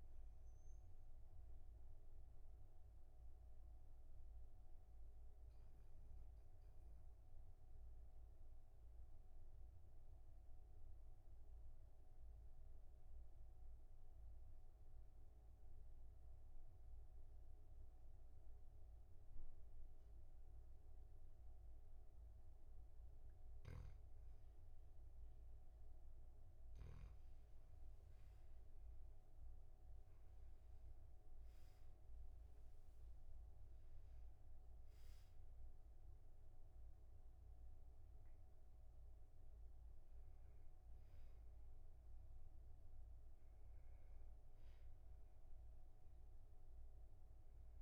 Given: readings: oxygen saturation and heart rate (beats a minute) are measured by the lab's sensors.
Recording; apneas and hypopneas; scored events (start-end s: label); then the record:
breathing in sleep, hard to hear, by a room microphone; 1
1.50-23.50 s: obstructive apnea (oxygen 99% before, 97% lowest, heart rate 44 before, 41 extreme, up 10 after)
27.00-30.50 s: arousal
From the record:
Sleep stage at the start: N2 (light sleep); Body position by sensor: on the back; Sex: male